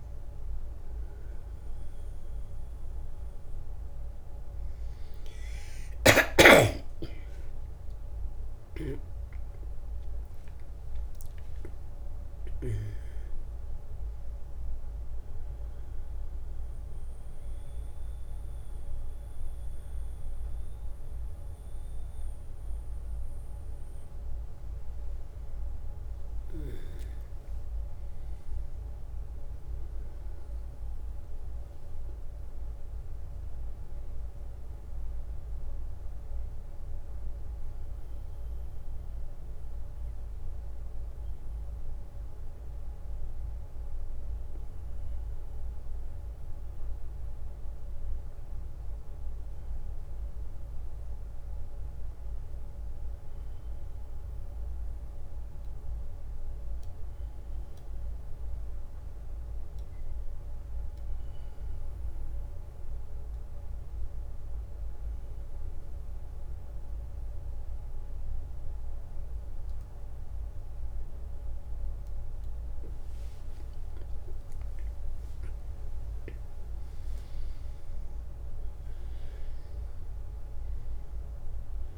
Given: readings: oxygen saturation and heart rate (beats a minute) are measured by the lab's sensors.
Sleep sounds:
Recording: a person partly awake in a sleep study, hard to hear, by a room microphone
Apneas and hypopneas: 1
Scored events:
18.00-81.98 s: new sleep stage, N1 (lightest sleep)
65.00-75.50 s: obstructive apnea (oxygen 97% before, 94% lowest, heart rate 65 before, 62 extreme, up 14 after)
77.50-81.00 s: arousal
From the record:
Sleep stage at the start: awake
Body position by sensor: on the back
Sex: male

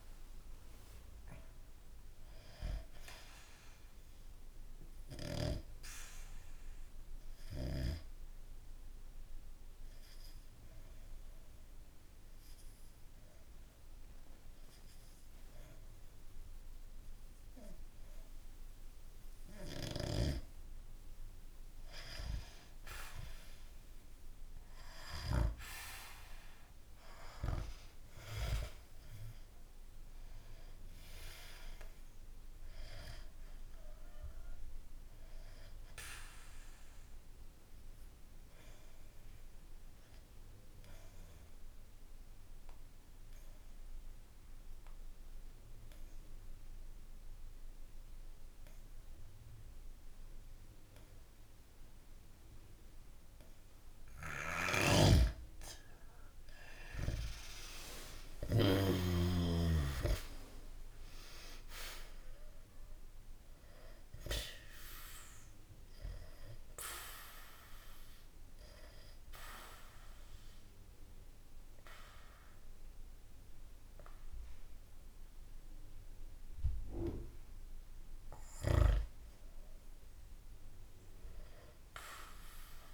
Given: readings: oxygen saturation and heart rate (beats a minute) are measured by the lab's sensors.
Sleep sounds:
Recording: breathing in sleep by a room microphone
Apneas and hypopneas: 3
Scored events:
0.00-23.00 s: oxygen desaturation (device-marked, oxygen 90% lowest, heart rate 63 extreme)
4.00-20.00 s: obstructive apnea (oxygen 98% before, 90% lowest, heart rate 74 before, 63 extreme, up 3 after)
23.50-27.00 s: arousal
34.00-53.50 s: obstructive apnea (oxygen 98% before, 91% lowest, heart rate 66 before, 63 extreme, up 1 after)
54.50-59.00 s: snoring (device-marked)
55.00-59.50 s: arousal
61.00-82.94 s: oxygen desaturation (device-marked, oxygen 97% before, 91% lowest, heart rate 65 before, 63 extreme)
64.50-78.50 s: obstructive apnea (oxygen 97% before, 90% lowest, heart rate 65 before, 64 extreme, up 1 after)
81.00-82.94 s: arousal
From the record:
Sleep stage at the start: N2 (light sleep)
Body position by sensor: on the back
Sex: male

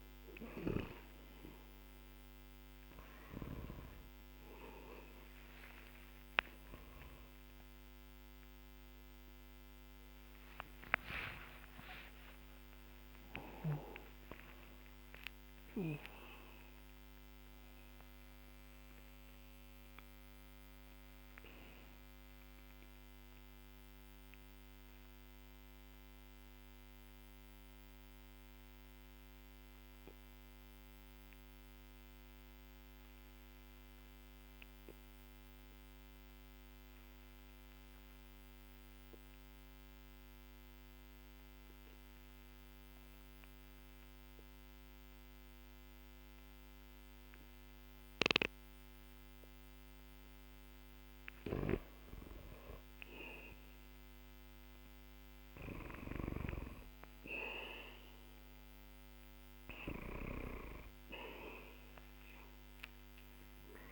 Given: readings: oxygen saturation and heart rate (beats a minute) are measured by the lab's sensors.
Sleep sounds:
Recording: breathing in sleep by a microphone on the trachea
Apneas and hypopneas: 1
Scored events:
4.00-12.00 s: tachycardia (device-marked, heart rate 55 before, 178 extreme)
9.50-16.00 s: arousal
23.50-50.00 s: mixed apnea (oxygen 97% before, 91% lowest, heart rate 105 before, 47 extreme, up 12 after)
24.00-36.00 s: oxygen desaturation (device-marked, oxygen 94% before, 91% lowest, heart rate 105 before, 47 extreme)
52.00-63.92 s: new sleep stage, N1 (lightest sleep)
52.50-56.50 s: arousal
57.00-63.92 s: oxygen desaturation (device-marked, oxygen 98% before, 92% lowest, heart rate 50 before, 45 extreme)
From the record:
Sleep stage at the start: N2 (light sleep)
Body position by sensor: on the back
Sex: male

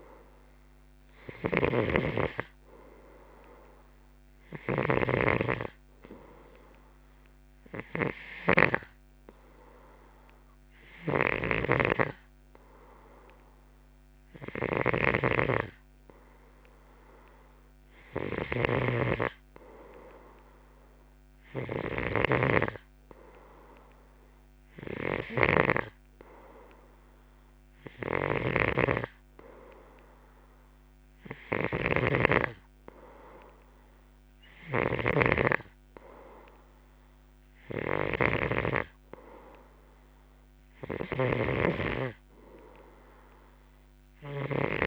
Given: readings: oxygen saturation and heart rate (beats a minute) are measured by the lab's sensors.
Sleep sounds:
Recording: breathing in sleep by a microphone on the trachea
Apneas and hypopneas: none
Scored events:
0.00-9.00 s: snoring (device-marked)
11.00-44.87 s: snoring (device-marked)
From the record:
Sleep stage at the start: N2 (light sleep)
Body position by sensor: on the left side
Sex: male

